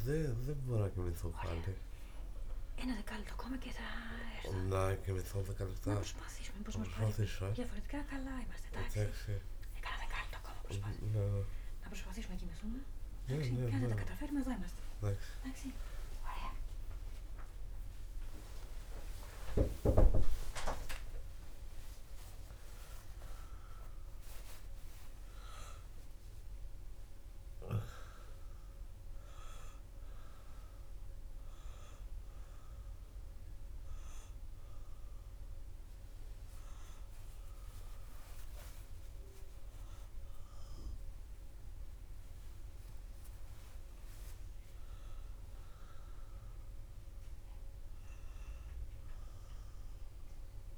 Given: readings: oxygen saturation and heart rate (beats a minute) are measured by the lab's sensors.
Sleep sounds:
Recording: a person awake in a sleep study, by a room microphone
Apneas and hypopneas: none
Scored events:
none scored
From the record:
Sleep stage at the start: awake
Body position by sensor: on the back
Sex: male

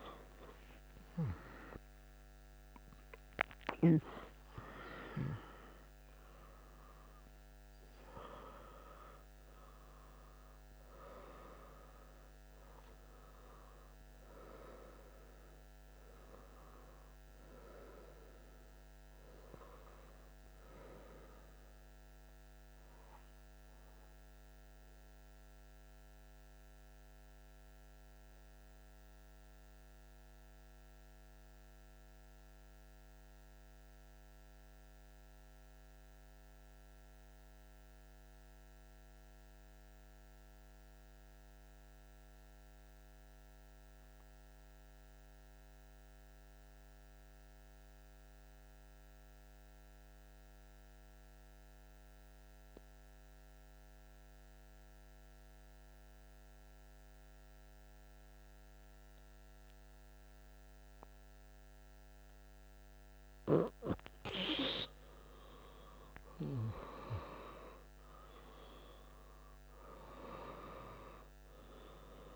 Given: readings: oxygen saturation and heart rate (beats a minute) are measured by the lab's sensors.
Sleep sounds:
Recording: breathing in sleep by a microphone on the trachea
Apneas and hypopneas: 1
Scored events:
0.00-5.50 s: arousal
0.00-23.50 s: oxygen desaturation (device-marked, oxygen 92% lowest, heart rate 58 extreme)
25.00-64.00 s: mixed apnea (oxygen 97% before, 90% lowest, heart rate 121 before, 58 extreme)
56.50-72.36 s: oxygen desaturation (device-marked, oxygen 98% before, 90% lowest)
65.00-70.50 s: arousal
From the record:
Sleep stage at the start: N2 (light sleep)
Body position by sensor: on the back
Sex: male

